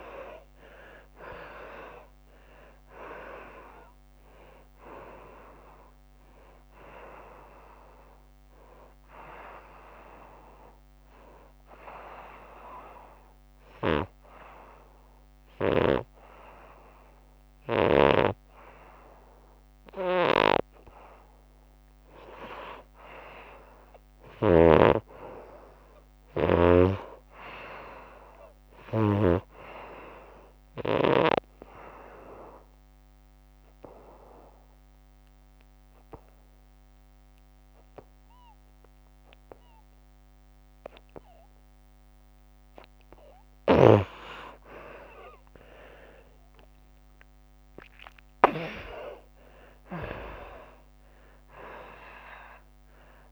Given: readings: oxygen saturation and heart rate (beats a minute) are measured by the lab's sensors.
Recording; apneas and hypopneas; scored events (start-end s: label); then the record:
breathing in sleep by a microphone on the trachea; 2
0.00-23.00 s: oxygen desaturation (device-marked, oxygen 77% lowest, heart rate 74 extreme)
9.50-22.00 s: obstructive apnea (oxygen 94% before, 74% lowest, heart rate 83 before, 74 extreme, up 4 after)
13.50-18.00 s: snoring (device-marked)
24.00-27.50 s: arousal
26.50-31.00 s: snoring (device-marked)
32.00-41.00 s: oxygen desaturation (device-marked, oxygen 98% before, 88% lowest, heart rate 80 before, 77 extreme)
32.00-43.00 s: obstructive apnea (oxygen 98% before, 74% lowest, heart rate 80 before, 77 extreme, up 12 after)
43.00-53.31 s: oxygen desaturation (device-marked, oxygen 92% before, 74% lowest, heart rate 82 before, 72 extreme)
46.50-50.50 s: arousal
From the record:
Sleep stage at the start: N2 (light sleep); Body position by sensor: on the back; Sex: female